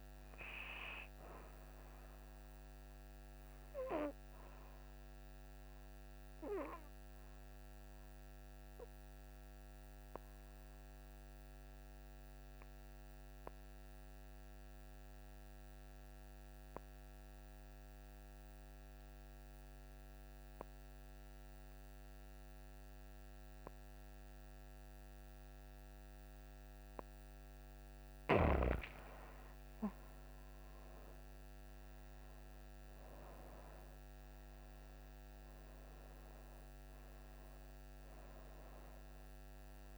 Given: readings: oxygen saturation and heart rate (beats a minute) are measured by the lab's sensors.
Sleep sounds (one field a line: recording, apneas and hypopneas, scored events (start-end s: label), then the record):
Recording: breathing in sleep by a microphone on the trachea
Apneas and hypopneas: 1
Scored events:
0.00-15.00 s: oxygen desaturation (device-marked, oxygen 83% lowest, heart rate 59 extreme)
4.00-27.50 s: obstructive apnea (oxygen 98% before, 83% lowest, heart rate 67 before, 59 extreme, up 4 after)
29.00-33.50 s: arousal
29.00-39.98 s: oxygen desaturation (device-marked, oxygen 98% before, 85% lowest, heart rate 66 before, 59 extreme)
From the record:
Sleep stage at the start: N2 (light sleep)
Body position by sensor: on the back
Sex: female